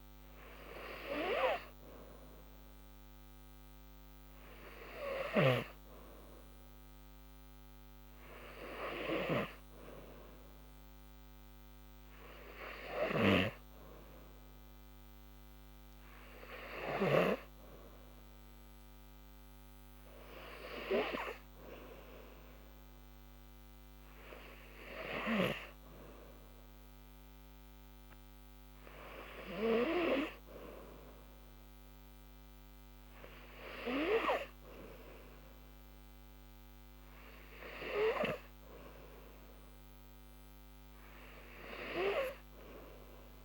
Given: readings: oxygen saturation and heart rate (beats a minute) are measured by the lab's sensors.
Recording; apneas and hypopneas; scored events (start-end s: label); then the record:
breathing in sleep by a microphone on the trachea; none
none scored
From the record:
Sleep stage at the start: N2 (light sleep); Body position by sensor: on the back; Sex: female